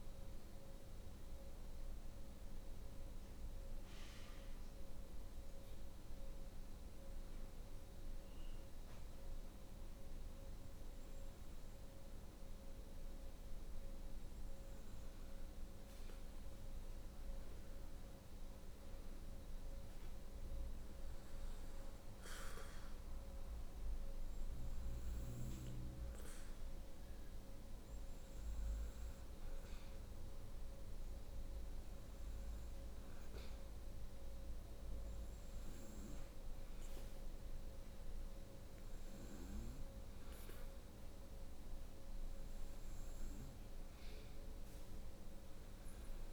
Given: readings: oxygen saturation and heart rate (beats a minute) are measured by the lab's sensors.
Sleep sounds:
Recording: breathing in sleep, hard to hear, by a room microphone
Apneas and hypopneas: 1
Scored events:
0.00-5.50 s: oxygen desaturation (device-marked, oxygen 86% lowest, heart rate 62 extreme)
2.00-13.00 s: hypopnea (oxygen 92% before, 87% lowest, heart rate 65 before, 63 extreme, up 6 after)
14.50-19.00 s: arousal
19.50-37.50 s: oxygen desaturation (device-marked, oxygen 93% before, 87% lowest, heart rate 66 before, 67 extreme)
From the record:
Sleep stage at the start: N2 (light sleep)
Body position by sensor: on the right side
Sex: female

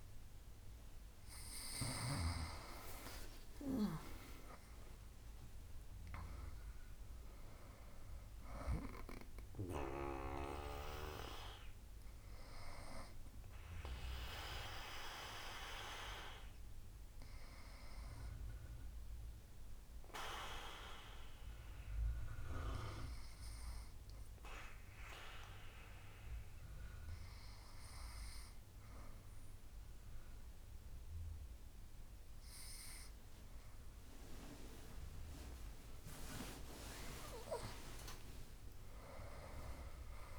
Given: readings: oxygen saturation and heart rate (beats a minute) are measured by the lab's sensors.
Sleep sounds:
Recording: breathing in sleep by a room microphone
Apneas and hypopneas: 1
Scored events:
8.00-11.00 s: oxygen desaturation (device-marked, oxygen 98% before, 96% lowest, heart rate 68 before, 66 extreme)
15.00-31.50 s: obstructive apnea (oxygen 98% before, 94% lowest, heart rate 71 before, 65 extreme, up 31 after)
37.00-40.39 s: arousal
From the record:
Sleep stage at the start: N2 (light sleep)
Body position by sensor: on the back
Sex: female

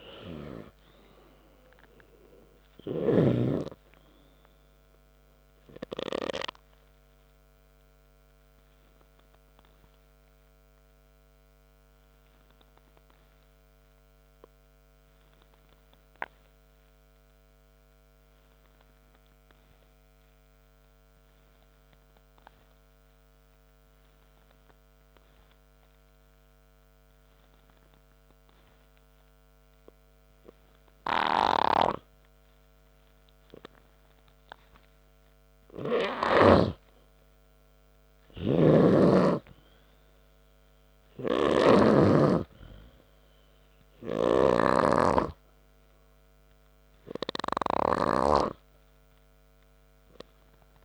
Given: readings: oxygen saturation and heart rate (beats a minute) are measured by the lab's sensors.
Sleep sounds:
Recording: breathing in sleep by a microphone on the trachea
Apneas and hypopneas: 1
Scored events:
10.00-32.50 s: obstructive apnea (oxygen 94% before, 91% lowest, heart rate 66 before, 59 extreme)
34.50-37.50 s: arousal
42.00-49.00 s: snoring (device-marked)
From the record:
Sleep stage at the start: N3 (deep sleep)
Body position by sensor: on the back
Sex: male

